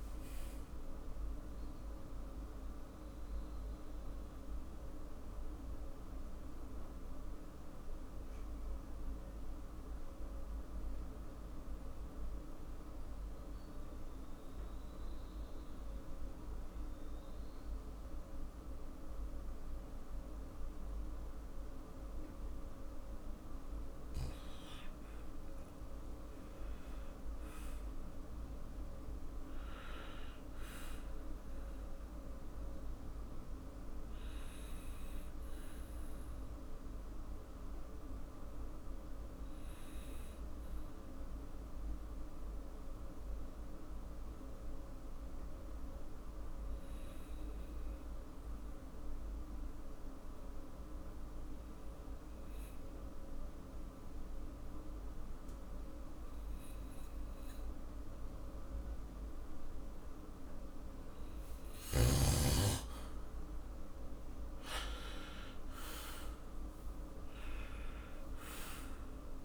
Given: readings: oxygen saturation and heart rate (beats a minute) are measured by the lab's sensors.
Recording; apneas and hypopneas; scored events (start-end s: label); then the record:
breathing in sleep, hard to hear, by a room microphone; 2
2.00-22.00 s: mixed apnea (oxygen 99% before, 96% lowest, heart rate 61 before, 52 extreme, up 5 after)
24.50-29.00 s: arousal
34.50-59.50 s: obstructive apnea (oxygen 99% before, 93% lowest, heart rate 55 before, 52 extreme, up 2 after)
63.00-67.50 s: arousal
From the record:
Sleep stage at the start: N2 (light sleep); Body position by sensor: on the back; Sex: male